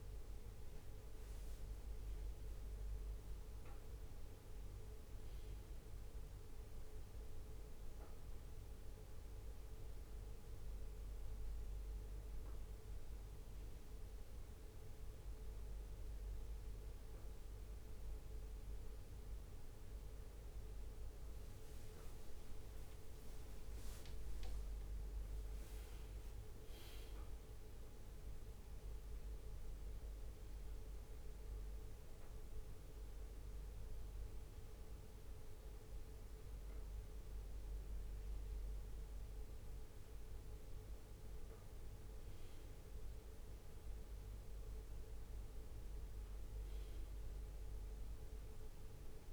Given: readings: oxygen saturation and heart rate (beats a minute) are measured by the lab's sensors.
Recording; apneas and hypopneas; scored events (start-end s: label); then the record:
a person awake in a sleep study, hard to hear, by a room microphone; none
7.00-10.00 s: leg movement (device-marked)
20.50-26.00 s: leg movement (device-marked)
From the record:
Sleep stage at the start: awake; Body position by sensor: on the left side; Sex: male